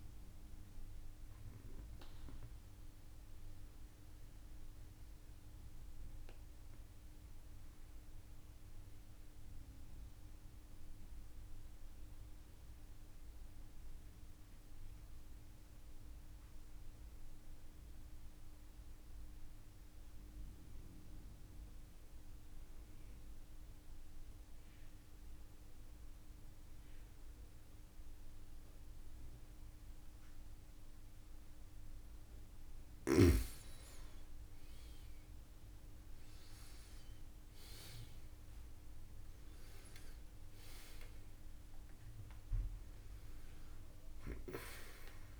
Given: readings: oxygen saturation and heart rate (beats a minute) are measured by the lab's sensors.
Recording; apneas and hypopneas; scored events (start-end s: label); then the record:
breathing in sleep, hard to hear, by a room microphone; 1
0.00-20.50 s: oxygen desaturation (device-marked, oxygen 91% lowest)
10.00-31.00 s: mixed apnea (oxygen 97% before, 90% lowest)
24.00-26.00 s: long interval between heartbeats (device-marked)
33.50-45.40 s: oxygen desaturation (device-marked, oxygen 97% before, 90% lowest)
35.50-40.50 s: arousal
From the record:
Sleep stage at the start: N2 (light sleep); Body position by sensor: on the back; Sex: female